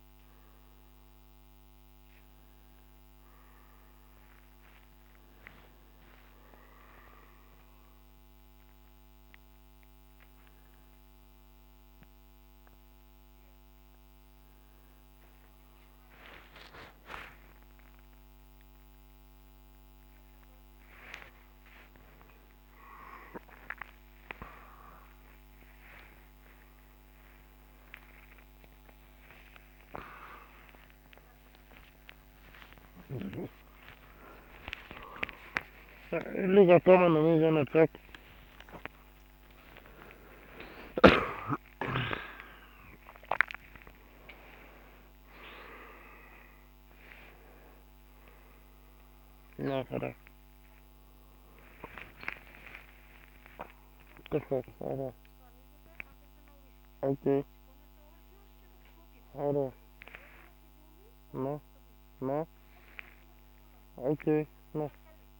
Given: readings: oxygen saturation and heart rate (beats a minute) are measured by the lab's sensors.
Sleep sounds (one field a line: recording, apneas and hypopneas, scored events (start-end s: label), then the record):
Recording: a person awake in a sleep study, by a microphone on the trachea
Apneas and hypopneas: none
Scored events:
24.00-54.00 s: oxygen desaturation (device-marked, oxygen 96% before, 91% lowest, heart rate 85 before, 64 extreme)
32.50-34.50 s: long interval between heartbeats (device-marked, heart rate 87 before, 98 extreme)
35.50-37.50 s: long interval between heartbeats (device-marked, heart rate 89 before, 109 extreme)
36.50-41.50 s: snoring (device-marked)
46.50-48.50 s: long interval between heartbeats (device-marked, heart rate 102 before, 101 extreme)
50.00-55.00 s: snoring (device-marked)
52.50-54.50 s: long interval between heartbeats (device-marked, heart rate 103 before, 84 extreme)
59.50-63.00 s: snoring (device-marked)
From the record:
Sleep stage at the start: awake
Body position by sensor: on the back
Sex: male